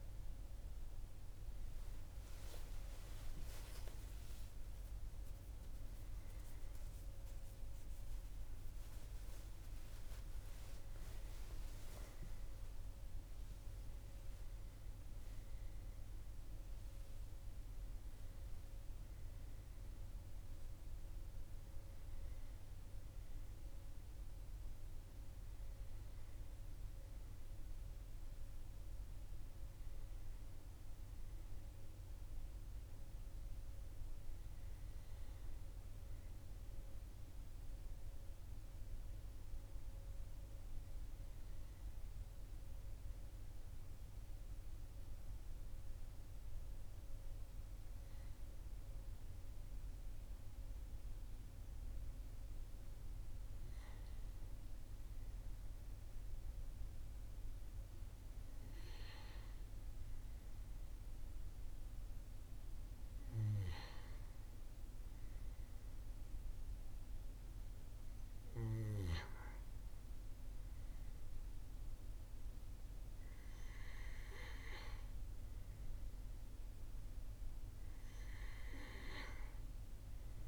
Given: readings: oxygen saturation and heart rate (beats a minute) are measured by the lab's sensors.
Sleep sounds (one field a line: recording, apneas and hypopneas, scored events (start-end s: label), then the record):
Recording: a person partly awake in a sleep study, by a room microphone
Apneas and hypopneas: 1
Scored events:
26.50-56.50 s: new sleep stage, N1 (lightest sleep)
45.50-57.00 s: hypopnea (oxygen 99% before, 96% lowest, heart rate 42 before, 41 extreme, up 0 after)
56.50-80.48 s: new sleep stage, N2 (light sleep)
59.00-64.00 s: arousal
From the record:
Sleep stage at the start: awake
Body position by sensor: on the back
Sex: male